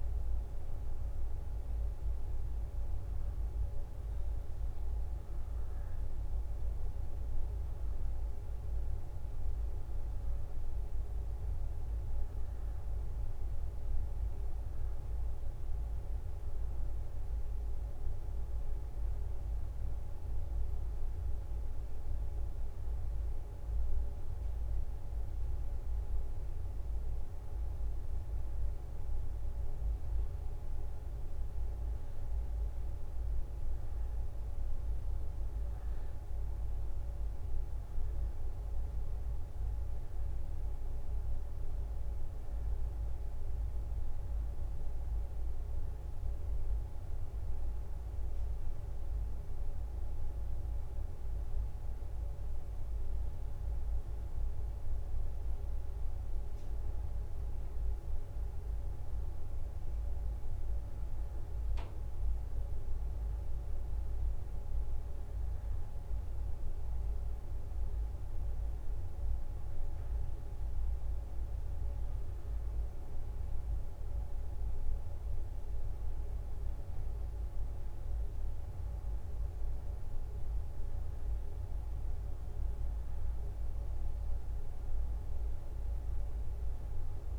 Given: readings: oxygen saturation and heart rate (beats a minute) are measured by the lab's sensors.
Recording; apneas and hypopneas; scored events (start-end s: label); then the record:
a person awake in a sleep study, hard to hear, by a room microphone; 1
45.50-57.50 s: hypopnea (oxygen 95% before, 92% lowest, heart rate 67 before, 65 extreme, up 3 after)
49.00-56.50 s: leg movement (device-marked)
70.00-81.00 s: drop in pulse transit time (device-marked, heart rate 68 before, 65 extreme)
81.50-87.39 s: leg movement (device-marked)
From the record:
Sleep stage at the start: awake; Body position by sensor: on the back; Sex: female